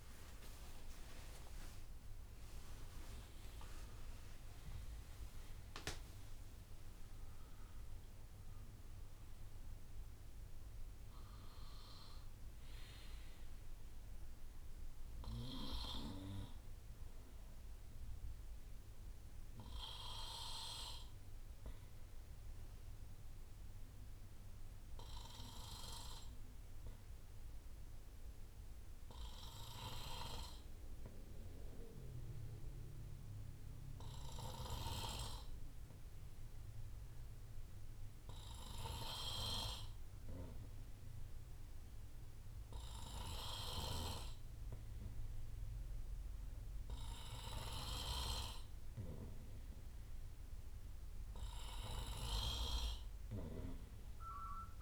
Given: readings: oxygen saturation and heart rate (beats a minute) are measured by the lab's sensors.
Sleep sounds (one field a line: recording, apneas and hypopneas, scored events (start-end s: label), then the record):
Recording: breathing in sleep by a room microphone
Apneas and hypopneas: 1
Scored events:
0.00-3.50 s: arousal
0.00-7.00 s: drop in pulse transit time (device-marked, heart rate 63 extreme)
3.50-5.50 s: long interval between heartbeats (device-marked, heart rate 68 before, 85 extreme)
23.50-38.50 s: hypopnea (oxygen 98% before, 93% lowest, heart rate 72 before, 61 extreme, up 1 after)
41.50-46.00 s: arousal
53.50-54.82 s: snoring (device-marked)
From the record:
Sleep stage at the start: N2 (light sleep)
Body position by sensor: on the right side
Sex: male